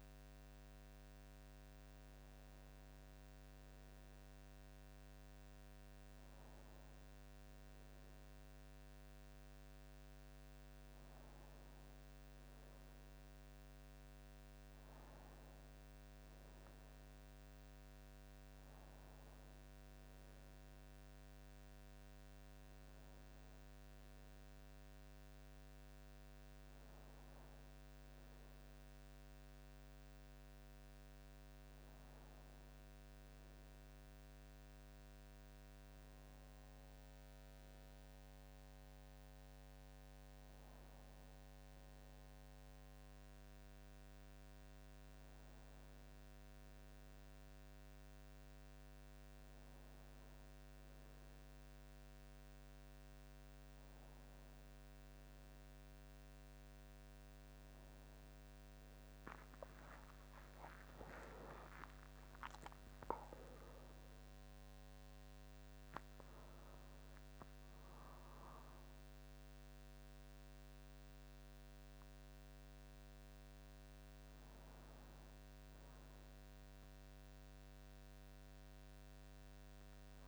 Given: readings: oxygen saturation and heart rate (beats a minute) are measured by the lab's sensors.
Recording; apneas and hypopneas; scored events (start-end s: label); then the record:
breathing in sleep, hard to hear, by a microphone on the trachea; none
none scored
From the record:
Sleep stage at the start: N2 (light sleep); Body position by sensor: on the back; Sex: male